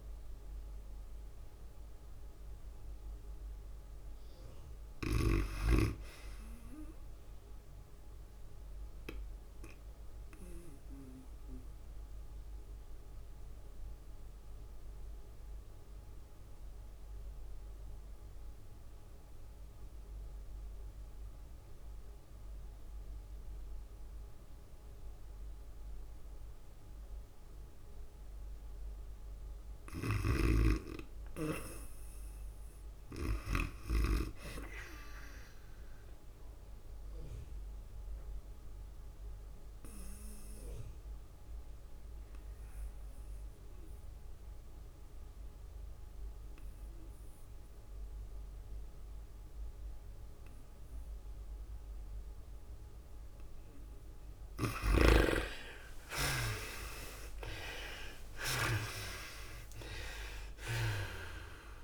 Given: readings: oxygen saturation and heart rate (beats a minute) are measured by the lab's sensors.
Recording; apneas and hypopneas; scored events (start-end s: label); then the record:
breathing in sleep by a room microphone; 2
0.00-5.00 s: drop in pulse transit time (device-marked, heart rate 105 extreme)
0.00-8.00 s: oxygen desaturation (device-marked, oxygen 51% lowest, heart rate 84 extreme)
0.00-27.00 s: tachycardia (device-marked, heart rate 119 extreme)
10.00-29.50 s: obstructive apnea (oxygen 98% before, 52% lowest, heart rate 113 before, 91 extreme)
10.00-48.00 s: oxygen desaturation (device-marked, oxygen 98% before, 59% lowest, heart rate 113 before, 90 extreme)
32.00-35.50 s: arousal
34.00-46.00 s: drop in pulse transit time (device-marked, heart rate 106 before, 96 extreme)
35.00-47.00 s: tachycardia (device-marked, heart rate 99 before, 107 extreme)
38.50-54.50 s: obstructive apnea (oxygen 98% before, 52% lowest, heart rate 103 before, 90 extreme, up 34 after)
50.00-61.84 s: oxygen desaturation (device-marked, oxygen 75% before, 52% lowest, heart rate 102 before, 92 extreme)
56.00-61.84 s: tachycardia (device-marked, heart rate 99 before, 127 extreme)
56.50-60.00 s: arousal
58.00-61.84 s: drop in pulse transit time (device-marked, heart rate 100 before, 98 extreme)
59.50-61.50 s: long interval between heartbeats (device-marked, heart rate 100 before, 112 extreme)
From the record:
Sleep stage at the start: REM sleep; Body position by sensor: on the back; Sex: female